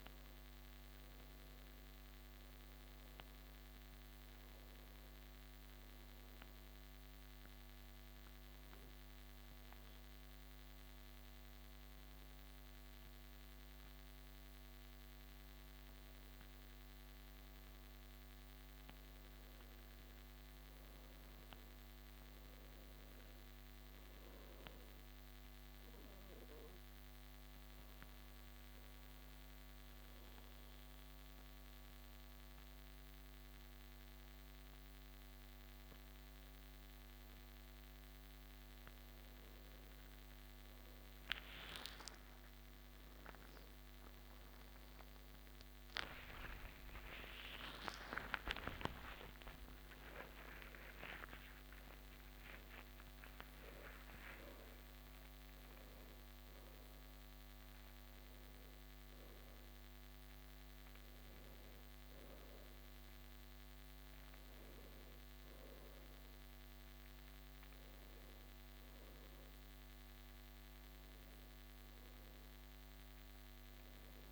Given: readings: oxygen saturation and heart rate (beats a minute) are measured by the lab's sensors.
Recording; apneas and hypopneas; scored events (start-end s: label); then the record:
a person partly awake in a sleep study, by a microphone on the trachea; 2
2.00-21.00 s: oxygen desaturation (device-marked, oxygen 96% before, 92% lowest)
6.00-17.50 s: obstructive apnea (oxygen 96% before, 91% lowest)
18.00-21.50 s: arousal
26.00-37.00 s: obstructive apnea (oxygen 96% before, 91% lowest)
28.00-40.00 s: oxygen desaturation (device-marked, oxygen 96% before, 92% lowest)
48.00-74.32 s: new sleep stage, awake
52.00-63.00 s: oxygen desaturation (device-marked, oxygen 96% before, 91% lowest)
From the record:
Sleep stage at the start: N2 (light sleep); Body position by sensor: on the back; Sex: male